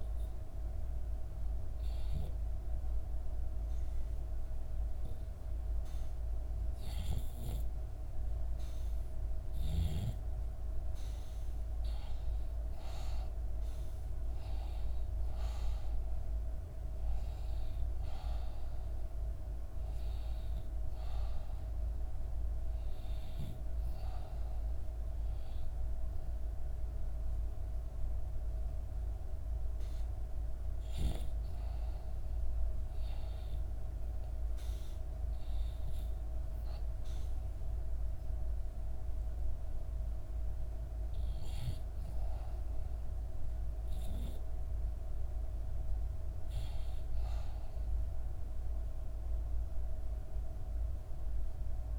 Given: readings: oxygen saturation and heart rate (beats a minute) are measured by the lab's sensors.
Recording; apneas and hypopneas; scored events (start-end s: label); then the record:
breathing in sleep, hard to hear, by a room microphone; none
0.00-1.50 s: arousal
2.00-32.00 s: oxygen desaturation (device-marked, oxygen 94% before, 90% lowest, heart rate 68 before, 65 extreme)
35.50-40.00 s: arousal
From the record:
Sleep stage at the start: REM sleep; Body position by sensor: on the back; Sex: female